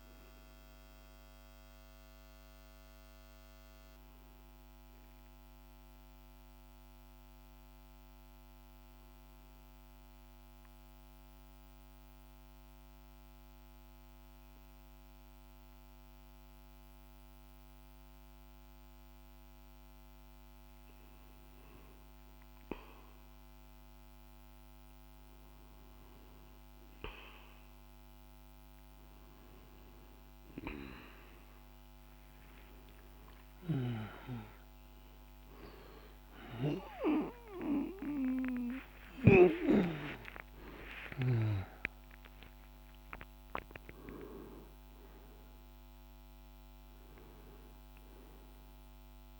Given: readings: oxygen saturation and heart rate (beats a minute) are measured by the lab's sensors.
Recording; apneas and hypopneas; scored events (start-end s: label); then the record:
breathing in sleep by a microphone on the trachea; 1
5.50-19.00 s: obstructive apnea (oxygen 99% before, 94% lowest, heart rate 54 before, 51 extreme, up 2 after)
22.50-49.40 s: oxygen desaturation (device-marked, oxygen 98% before, 94% lowest, heart rate 51 before, 48 extreme)
34.50-40.50 s: arousal
From the record:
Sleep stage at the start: REM sleep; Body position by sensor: on the back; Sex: male